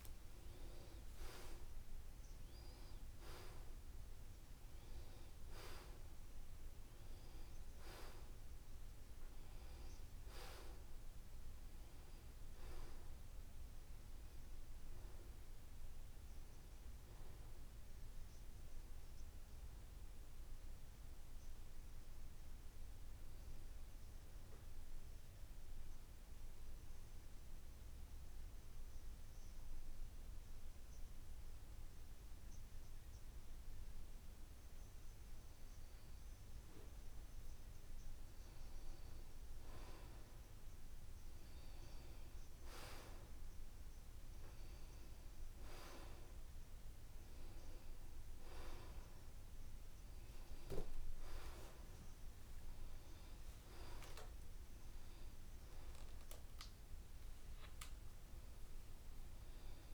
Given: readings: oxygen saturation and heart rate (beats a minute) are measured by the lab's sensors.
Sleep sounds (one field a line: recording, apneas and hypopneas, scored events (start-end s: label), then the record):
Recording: breathing in sleep by a room microphone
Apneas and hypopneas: 1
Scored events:
0.00-1.50 s: long interval between heartbeats (device-marked, heart rate 100 extreme)
8.00-59.94 s: new sleep stage, N2 (light sleep)
28.00-38.50 s: obstructive apnea (oxygen 95% before, 89% lowest, heart rate 75 before, 75 extreme, up 4 after)
33.00-59.94 s: oxygen desaturation (device-marked, oxygen 94% before, 89% lowest, heart rate 75 before, 75 extreme)
41.50-45.00 s: arousal
From the record:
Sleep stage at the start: N1 (lightest sleep)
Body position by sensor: on the back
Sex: male